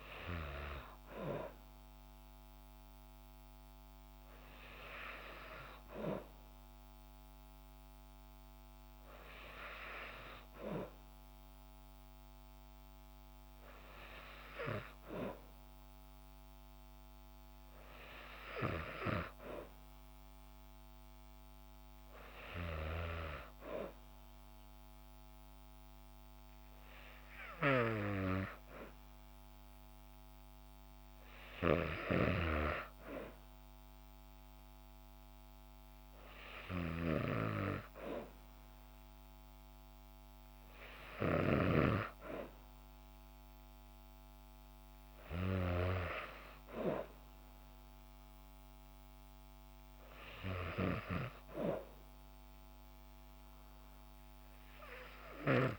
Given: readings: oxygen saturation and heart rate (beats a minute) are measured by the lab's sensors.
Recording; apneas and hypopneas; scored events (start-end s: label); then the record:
breathing in sleep by a microphone on the trachea; none
none scored
From the record:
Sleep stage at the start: N2 (light sleep); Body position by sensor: on the back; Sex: female